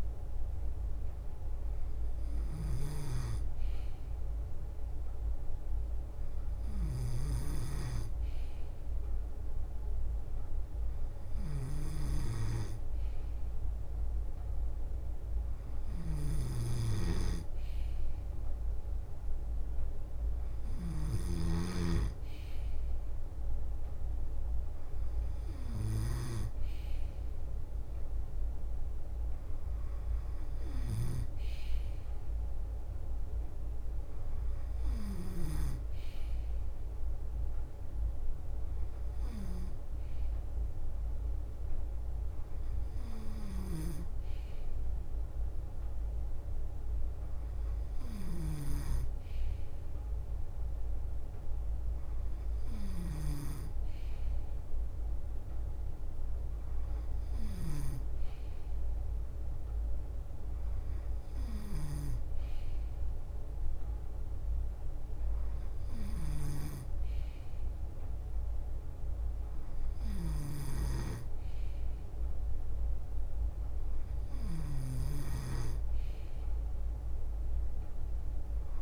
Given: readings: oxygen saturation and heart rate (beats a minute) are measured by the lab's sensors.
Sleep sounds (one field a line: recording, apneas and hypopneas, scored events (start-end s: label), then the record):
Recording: breathing in sleep by a room microphone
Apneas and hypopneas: none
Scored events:
0.00-78.82 s: bradycardia (device-marked, heart rate 53 extreme)
0.50-18.50 s: drop in pulse transit time (device-marked, heart rate 56 before, 53 extreme)
16.00-21.50 s: snoring (device-marked)
24.50-27.50 s: leg movement (device-marked)
28.00-31.50 s: leg movement (device-marked)
From the record:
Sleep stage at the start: N2 (light sleep)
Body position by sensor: on the left side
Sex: male